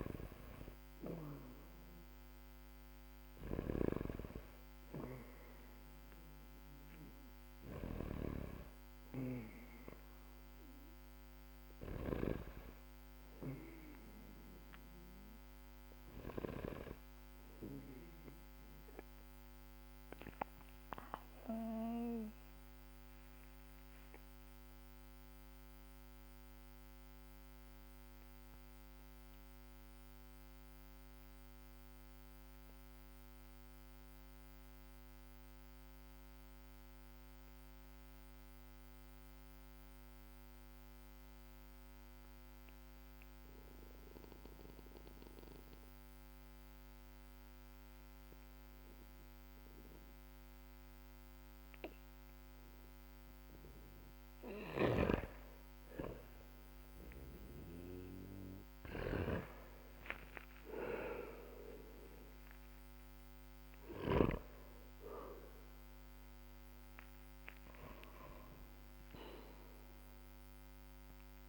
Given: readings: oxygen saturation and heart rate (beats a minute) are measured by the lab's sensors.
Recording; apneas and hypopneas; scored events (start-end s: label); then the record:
breathing in sleep by a microphone on the trachea; 1
0.00-12.00 s: snoring (device-marked)
20.50-56.00 s: obstructive apnea (oxygen 98% before, 92% lowest, heart rate 51 before, 45 extreme, up 5 after)
51.50-71.49 s: oxygen desaturation (device-marked, oxygen 98% before, 92% lowest, heart rate 51 before, 46 extreme)
54.00-64.00 s: snoring (device-marked)
58.00-63.00 s: arousal
From the record:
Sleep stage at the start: N2 (light sleep); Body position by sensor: on the back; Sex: male